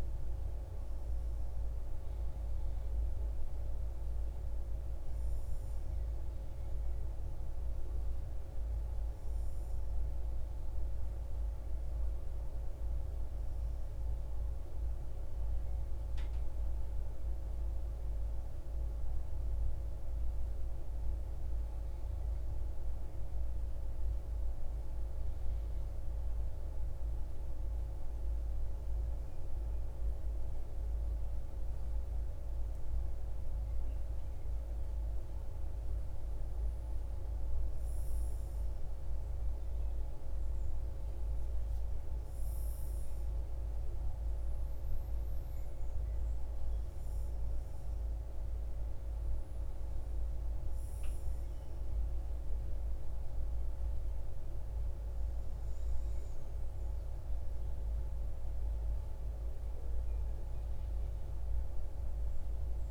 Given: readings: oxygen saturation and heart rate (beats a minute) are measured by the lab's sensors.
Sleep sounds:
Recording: breathing in sleep, hard to hear, by a room microphone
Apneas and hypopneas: 1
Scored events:
21.00-35.50 s: mixed apnea (oxygen 98% before, 95% lowest, heart rate 66 before, 62 extreme, up 3 after)
37.50-41.00 s: arousal
42.00-62.91 s: new sleep stage, N2 (light sleep)
From the record:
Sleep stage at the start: N1 (lightest sleep)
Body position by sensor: on the front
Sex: male

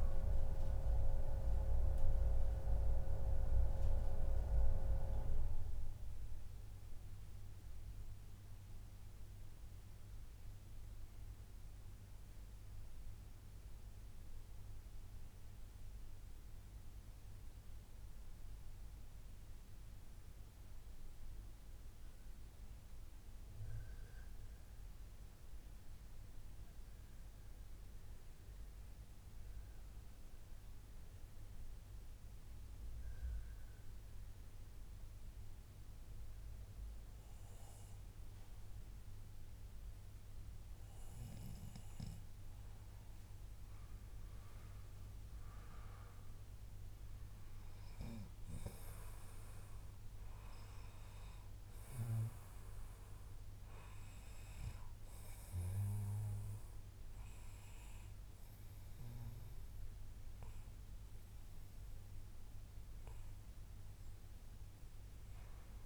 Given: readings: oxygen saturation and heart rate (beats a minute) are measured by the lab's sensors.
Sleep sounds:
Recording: breathing in sleep by a room microphone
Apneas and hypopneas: 1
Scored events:
0.00-14.00 s: oxygen desaturation (device-marked, oxygen 92% lowest, heart rate 143 extreme)
1.50-42.00 s: mixed apnea (oxygen 98% before, 92% lowest, heart rate 130 before, 110 extreme, up 0 after)
44.00-48.00 s: arousal
44.00-65.86 s: oxygen desaturation (device-marked, oxygen 100% before, 94% lowest, heart rate 143 before, 78 extreme)
48.00-50.00 s: long interval between heartbeats (device-marked, heart rate 142 before, 129 extreme)
From the record:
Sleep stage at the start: N2 (light sleep)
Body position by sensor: on the back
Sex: male

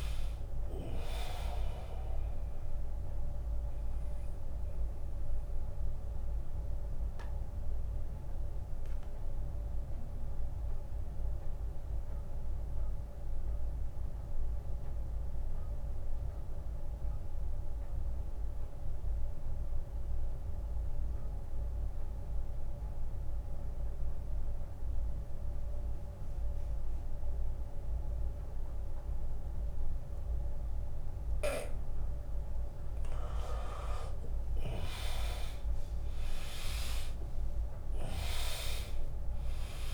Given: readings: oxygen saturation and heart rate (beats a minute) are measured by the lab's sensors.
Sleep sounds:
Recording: breathing in sleep by a room microphone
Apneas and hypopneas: 1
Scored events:
0.00-3.50 s: drop in pulse transit time (device-marked, heart rate 72 extreme)
0.00-16.50 s: oxygen desaturation (device-marked, oxygen 82% lowest, heart rate 64 extreme)
7.00-31.50 s: mixed apnea (oxygen 100% before, 82% lowest, heart rate 81 before, 66 extreme, up 16 after)
29.50-39.93 s: oxygen desaturation (device-marked, oxygen 100% before, 82% lowest, heart rate 69 before, 68 extreme)
34.50-38.50 s: arousal
35.50-39.93 s: drop in pulse transit time (device-marked, heart rate 71 before, 79 extreme)
From the record:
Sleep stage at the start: N2 (light sleep)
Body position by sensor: on the back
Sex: male

